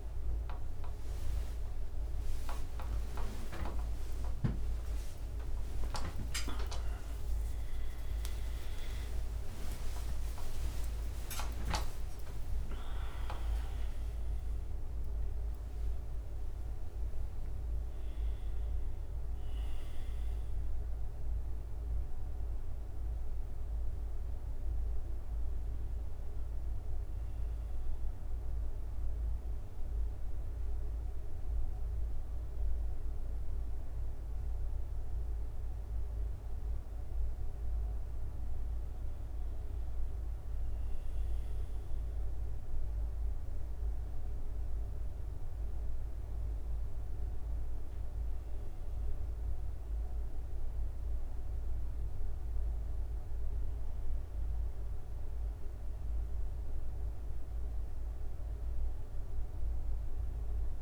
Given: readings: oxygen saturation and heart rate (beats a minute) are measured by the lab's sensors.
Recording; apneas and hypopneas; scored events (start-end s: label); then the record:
a person awake in a sleep study, by a room microphone; none
0.00-10.00 s: drop in pulse transit time (device-marked, heart rate 88 extreme)
0.00-18.00 s: tachycardia (device-marked, heart rate 213 extreme)
3.50-5.50 s: long interval between heartbeats (device-marked, heart rate 78 before, 120 extreme)
6.50-8.50 s: long interval between heartbeats (device-marked, heart rate 88 before, 156 extreme)
10.00-60.81 s: new sleep stage, awake
12.00-14.00 s: long interval between heartbeats (device-marked, heart rate 120 before, 197 extreme)
15.50-17.50 s: long interval between heartbeats (device-marked, heart rate 139 before, 176 extreme)
From the record:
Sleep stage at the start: N2 (light sleep); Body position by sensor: on the right side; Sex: male